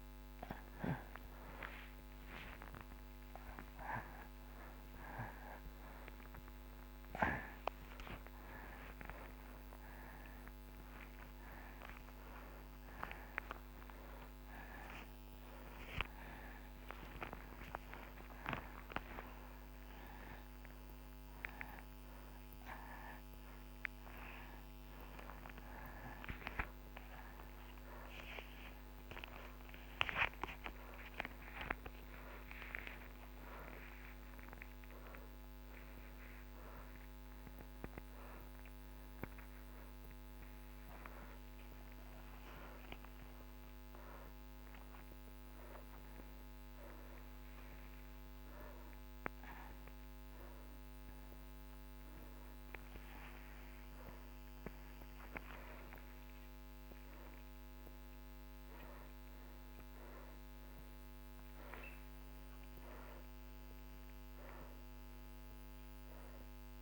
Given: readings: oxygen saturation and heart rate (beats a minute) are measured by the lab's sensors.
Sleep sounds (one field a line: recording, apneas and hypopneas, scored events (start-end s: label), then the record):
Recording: a person awake in a sleep study, by a microphone on the trachea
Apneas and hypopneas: none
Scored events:
none scored
From the record:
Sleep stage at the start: awake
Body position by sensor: upright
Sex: male